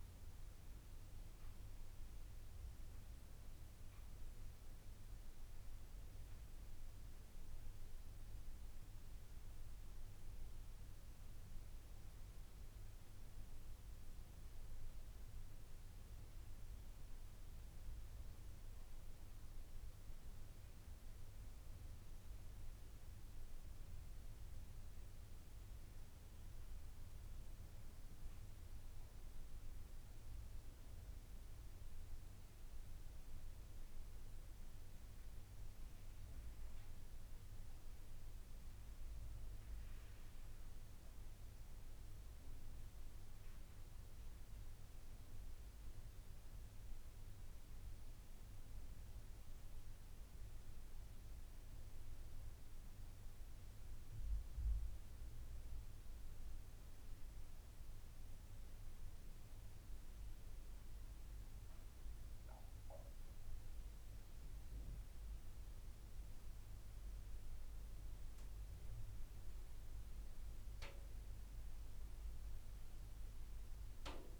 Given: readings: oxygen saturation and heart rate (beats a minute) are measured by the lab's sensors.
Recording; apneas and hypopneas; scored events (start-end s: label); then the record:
breathing in sleep, hard to hear, by a room microphone; none
none scored
From the record:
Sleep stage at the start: N2 (light sleep); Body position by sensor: on the back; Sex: female